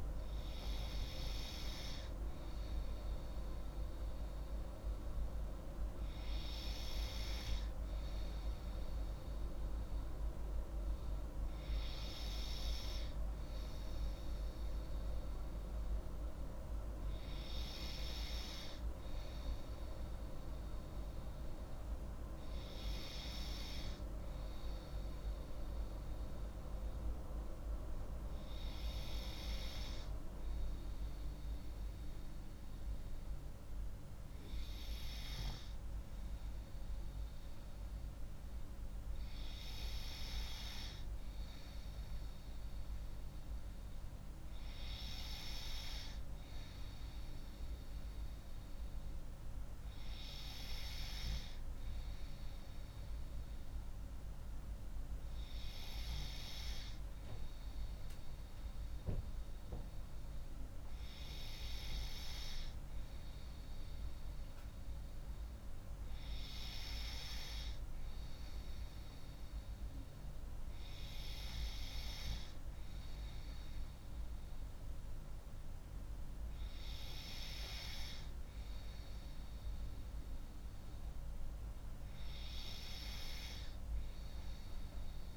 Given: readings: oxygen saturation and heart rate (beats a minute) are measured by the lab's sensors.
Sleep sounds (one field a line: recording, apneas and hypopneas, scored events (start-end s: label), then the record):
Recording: breathing in sleep by a room microphone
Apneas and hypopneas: none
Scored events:
none scored
From the record:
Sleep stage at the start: N3 (deep sleep)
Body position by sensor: on the left side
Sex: female